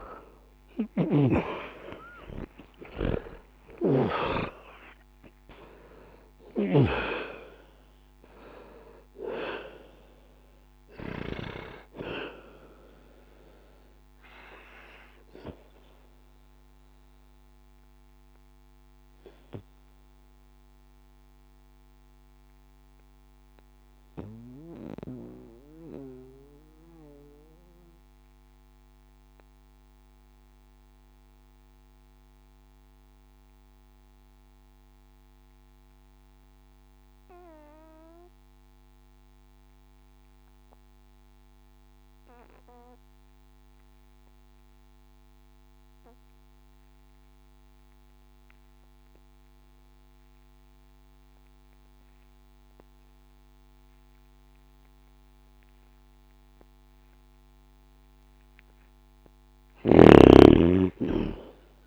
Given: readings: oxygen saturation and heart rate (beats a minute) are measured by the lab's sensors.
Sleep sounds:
breathing in sleep by a microphone on the trachea; 1
0.00-39.00 s: oxygen desaturation (device-marked, oxygen 78% lowest, heart rate 60 extreme)
13.00-57.00 s: obstructive apnea (oxygen 96% before, 76% lowest, heart rate 70 before, 60 extreme, up 9 after)
53.00-61.86 s: oxygen desaturation (device-marked, oxygen 99% before, 76% lowest, heart rate 61 before, 59 extreme)
60.50-61.86 s: arousal
From the record:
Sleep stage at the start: N2 (light sleep); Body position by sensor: on the back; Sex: male

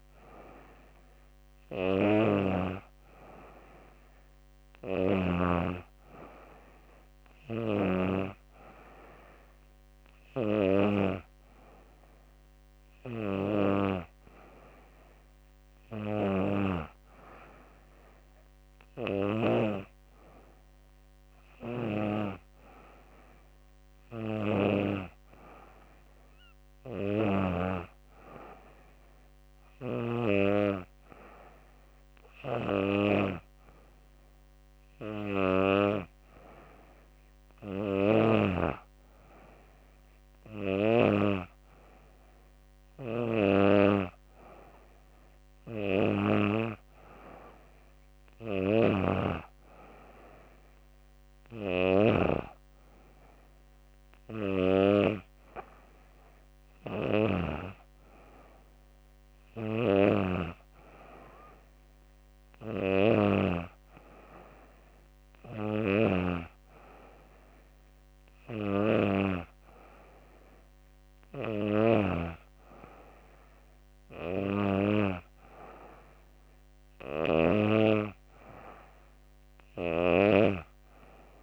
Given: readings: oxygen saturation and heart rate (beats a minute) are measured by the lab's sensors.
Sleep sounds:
breathing in sleep by a microphone on the trachea; none
none scored
From the record:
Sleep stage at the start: N2 (light sleep); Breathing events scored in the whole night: 111 in 5.1 hours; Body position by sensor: on the back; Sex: female

